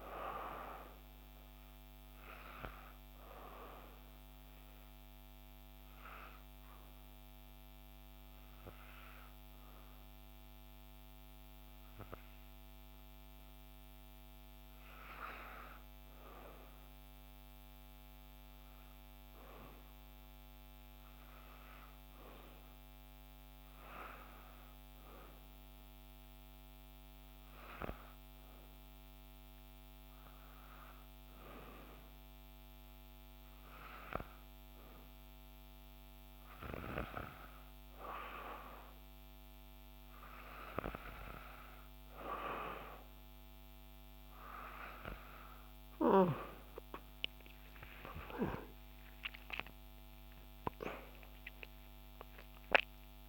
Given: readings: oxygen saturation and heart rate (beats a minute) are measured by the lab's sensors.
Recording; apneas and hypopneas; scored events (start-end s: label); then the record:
breathing in sleep by a microphone on the trachea; 1
0.00-16.50 s: oxygen desaturation (device-marked, oxygen 91% lowest, heart rate 61 extreme)
4.50-15.50 s: obstructive apnea (oxygen 98% before, 91% lowest, heart rate 61 before, 61 extreme, up 0 after)
18.50-22.00 s: arousal
48.00-51.50 s: arousal
From the record:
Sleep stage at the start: N2 (light sleep); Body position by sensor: on the right side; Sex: female